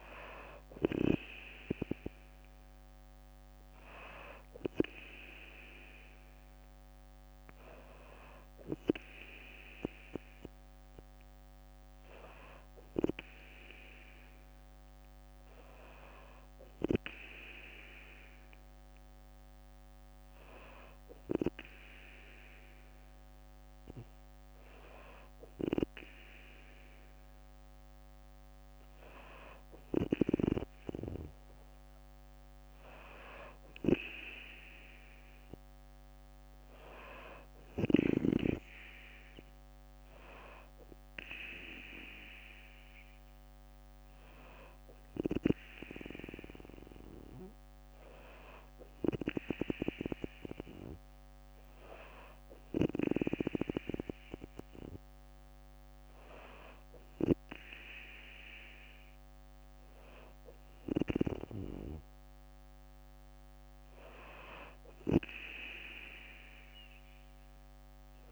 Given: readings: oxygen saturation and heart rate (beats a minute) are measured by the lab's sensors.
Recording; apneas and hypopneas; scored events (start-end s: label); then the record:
breathing in sleep by a microphone on the trachea; 1
0.00-7.50 s: drop in pulse transit time (device-marked, heart rate 61 extreme)
44.00-47.50 s: arousal
51.00-62.00 s: hypopnea (oxygen 97% before, 93% lowest, heart rate 63 before, 59 extreme, up 3 after)
From the record:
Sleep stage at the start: N2 (light sleep); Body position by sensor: on the back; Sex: female